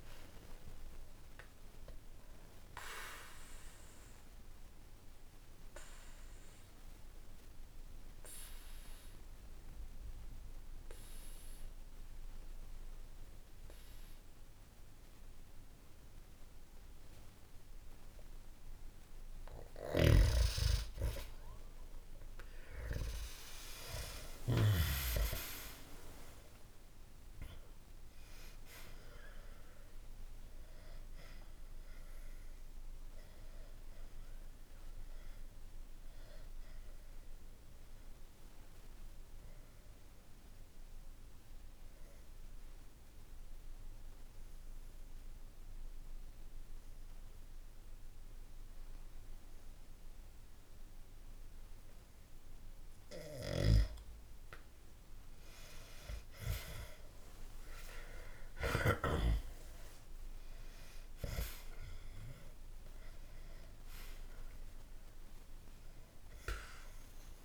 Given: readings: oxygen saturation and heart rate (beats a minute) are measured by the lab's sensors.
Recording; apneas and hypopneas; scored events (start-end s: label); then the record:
breathing in sleep by a room microphone; 2
3.00-16.00 s: oxygen desaturation (device-marked, oxygen 95% before, 92% lowest, heart rate 62 before, 61 extreme)
3.50-18.50 s: obstructive apnea (oxygen 97% before, 92% lowest, heart rate 62 before, 61 extreme, up 0 after)
20.00-25.00 s: snoring (device-marked)
22.00-27.50 s: arousal
30.00-45.00 s: oxygen desaturation (device-marked, oxygen 97% before, 93% lowest, heart rate 63 before, 59 extreme)
36.50-54.00 s: obstructive apnea (oxygen 97% before, 93% lowest, heart rate 63 before, 59 extreme, up 2 after)
55.50-61.50 s: arousal
From the record:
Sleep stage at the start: N2 (light sleep); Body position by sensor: on the back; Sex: male